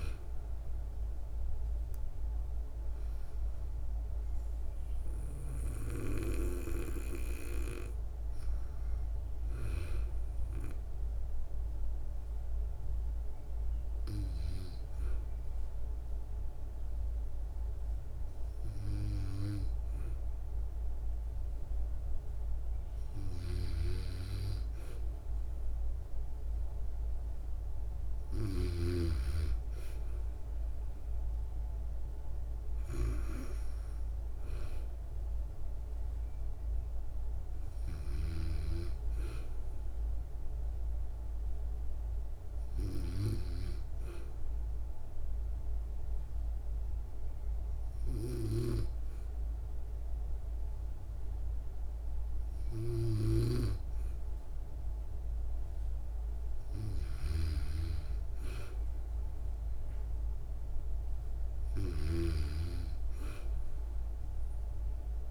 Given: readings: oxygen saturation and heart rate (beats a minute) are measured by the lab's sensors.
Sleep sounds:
breathing in sleep by a room microphone; 2
10.50-22.50 s: hypopnea (oxygen 96% before, 94% lowest, heart rate 63 before, 54 extreme, up 5 after)
43.00-54.50 s: hypopnea (oxygen 97% before, 94% lowest, heart rate 58 before, 46 extreme, up 5 after)
47.50-53.00 s: snoring (device-marked)
56.50-60.00 s: arousal
61.00-65.31 s: snoring (device-marked)
From the record:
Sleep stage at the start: N2 (light sleep); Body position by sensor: on the back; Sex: female

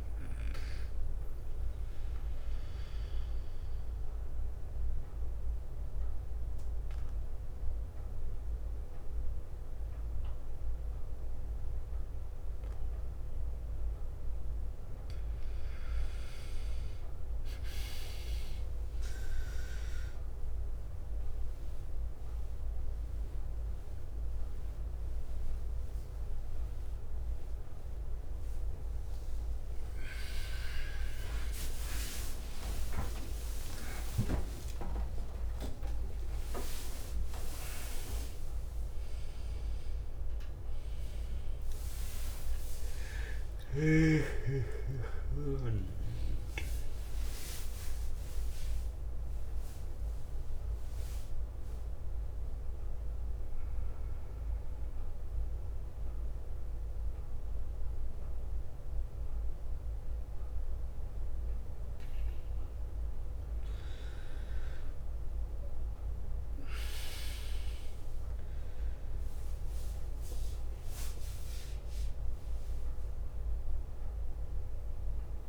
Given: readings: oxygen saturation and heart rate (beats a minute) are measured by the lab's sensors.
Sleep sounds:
a person partly awake in a sleep study, by a room microphone; 2
0.00-7.50 s: drop in pulse transit time (device-marked, heart rate 59 extreme)
0.50-14.50 s: mixed apnea (oxygen 98% before, 89% lowest, heart rate 64 before, 59 extreme, up 9 after)
2.00-3.00 s: leg movement (device-marked)
2.50-7.50 s: bradycardia (device-marked, heart rate 66 before, 59 extreme)
12.50-42.50 s: new sleep stage, awake
15.50-37.50 s: oxygen desaturation (device-marked, oxygen 96% before, 90% lowest, heart rate 62 before, 64 extreme)
17.50-19.00 s: leg movement (device-marked)
20.50-28.50 s: drop in pulse transit time (device-marked, heart rate 61 before, 66 extreme)
21.50-25.50 s: leg movement (device-marked)
30.50-37.50 s: tachycardia (device-marked, heart rate 67 before, 136 extreme)
32.50-34.50 s: long interval between heartbeats (device-marked, heart rate 65 before, 94 extreme)
34.50-36.50 s: long interval between heartbeats (device-marked, heart rate 70 before, 121 extreme)
39.50-65.50 s: oxygen desaturation (device-marked, oxygen 93% before, 89% lowest, heart rate 87 before, 56 extreme)
41.50-57.50 s: drop in pulse transit time (device-marked, heart rate 90 before, 68 extreme)
42.50-75.48 s: new sleep stage, N2 (light sleep)
48.00-63.00 s: central apnea (oxygen 95% before, 89% lowest, heart rate 94 before, 56 extreme, up 6 after)
59.50-64.50 s: bradycardia (device-marked, heart rate 68 before, 58 extreme)
63.50-65.00 s: leg movement (device-marked)
66.00-71.00 s: arousal
68.50-73.50 s: leg movement (device-marked)
From the record:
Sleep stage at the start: N2 (light sleep); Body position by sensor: on the back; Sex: male

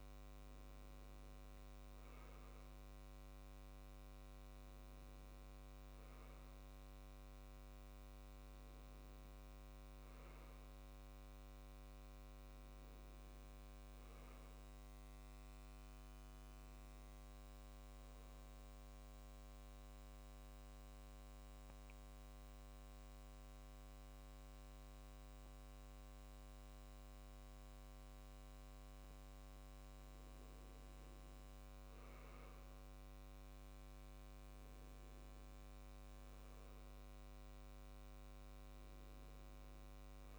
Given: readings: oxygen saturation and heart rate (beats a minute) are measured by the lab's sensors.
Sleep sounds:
breathing in sleep, hard to hear, by a microphone on the trachea; 1
0.00-16.00 s: oxygen desaturation (device-marked, oxygen 89% lowest, heart rate 67 extreme)
16.00-40.39 s: new sleep stage, N2 (light sleep)
18.50-29.50 s: central apnea (oxygen 98% before, 93% lowest, heart rate 71 before, 64 extreme, up 5 after)
31.50-35.00 s: arousal
37.00-40.39 s: oxygen desaturation (device-marked, oxygen 99% before, 96% lowest, heart rate 70 before, 62 extreme)
From the record:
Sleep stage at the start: N1 (lightest sleep); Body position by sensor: on the back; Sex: male

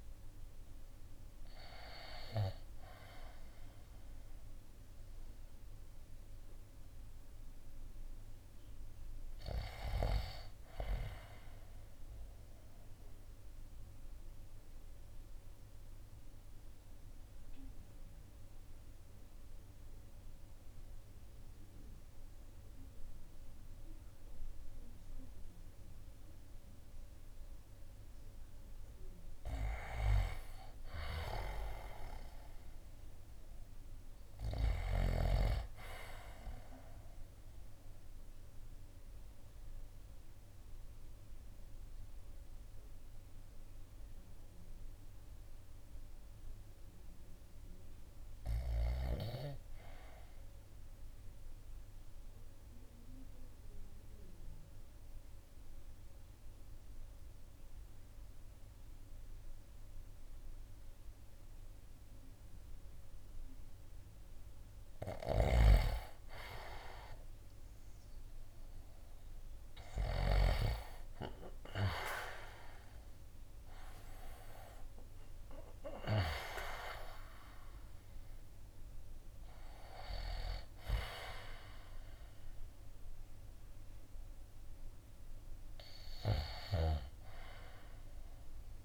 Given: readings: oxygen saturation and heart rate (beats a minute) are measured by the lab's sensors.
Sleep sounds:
breathing in sleep by a room microphone; 2
0.00-5.50 s: drop in pulse transit time (device-marked, heart rate 53 extreme)
0.00-23.50 s: oxygen desaturation (device-marked, oxygen 80% lowest, heart rate 53 extreme)
11.50-27.50 s: obstructive apnea (oxygen 95% before, 80% lowest, heart rate 62 before, 52 extreme, up 6 after)
29.00-33.00 s: arousal
36.50-64.00 s: obstructive apnea (oxygen 99% before, 84% lowest, heart rate 55 before, 52 extreme, up 10 after)
42.50-59.50 s: oxygen desaturation (device-marked, oxygen 97% before, 90% lowest, heart rate 56 before, 53 extreme)
65.00-76.00 s: snoring (device-marked)
66.50-72.00 s: arousal
66.50-88.85 s: oxygen desaturation (device-marked, oxygen 97% before, 84% lowest, heart rate 53 before, 54 extreme)
72.50-85.50 s: drop in pulse transit time (device-marked, heart rate 55 before, 57 extreme)
86.00-88.85 s: snoring (device-marked)
From the record:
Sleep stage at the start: REM sleep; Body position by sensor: on the right side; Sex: male

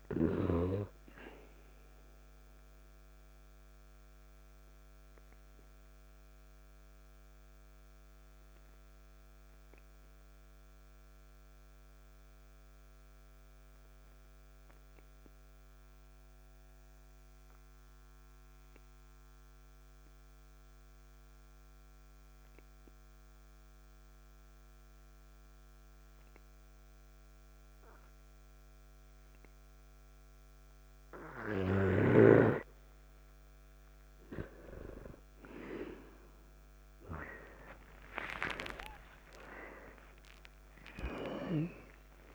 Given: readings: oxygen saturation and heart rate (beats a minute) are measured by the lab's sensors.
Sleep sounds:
breathing in sleep by a microphone on the trachea; 1
4.50-33.50 s: obstructive apnea (oxygen 98% before, 88% lowest, heart rate 57 before, 48 extreme, up 7 after)
10.50-26.50 s: oxygen desaturation (device-marked, oxygen 94% before, 90% lowest, heart rate 57 before, 48 extreme)
36.00-40.50 s: arousal
From the record:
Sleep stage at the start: N2 (light sleep); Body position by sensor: on the back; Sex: male

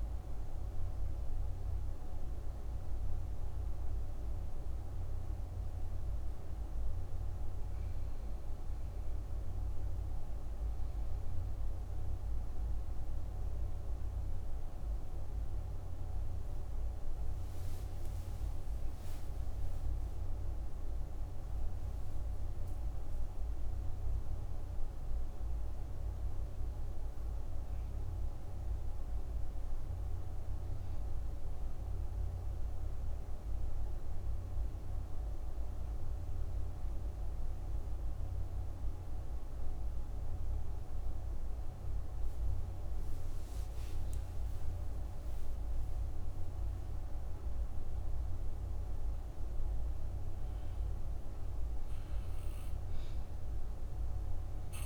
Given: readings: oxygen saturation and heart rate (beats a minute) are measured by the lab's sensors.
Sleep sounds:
breathing in sleep, hard to hear, by a room microphone; 2
5.00-17.00 s: obstructive apnea (oxygen 98% before, 91% lowest)
18.50-22.50 s: arousal
25.50-42.50 s: obstructive apnea (oxygen 99% before, 91% lowest)
44.00-49.00 s: arousal
46.00-54.86 s: oxygen desaturation (device-marked, oxygen 97% before, 91% lowest)
From the record:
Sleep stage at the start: N2 (light sleep); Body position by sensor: on the right side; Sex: female

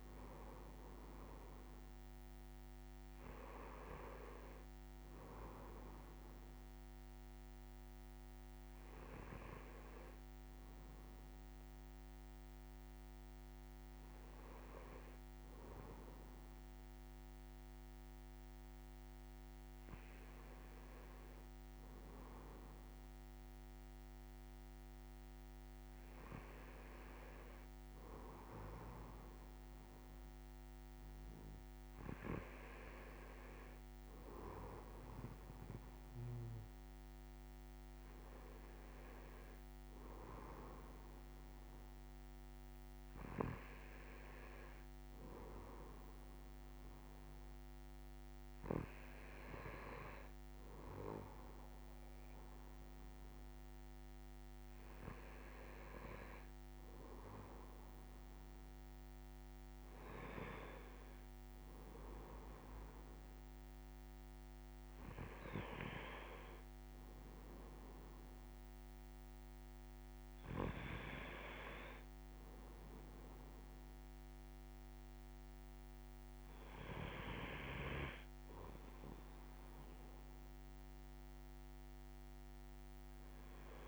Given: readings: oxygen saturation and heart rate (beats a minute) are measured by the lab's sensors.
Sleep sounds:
breathing in sleep by a microphone on the trachea; none
3.00-83.88 s: new sleep stage, N2 (light sleep)
From the record:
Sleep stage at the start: N1 (lightest sleep); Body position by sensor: on the right side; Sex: male

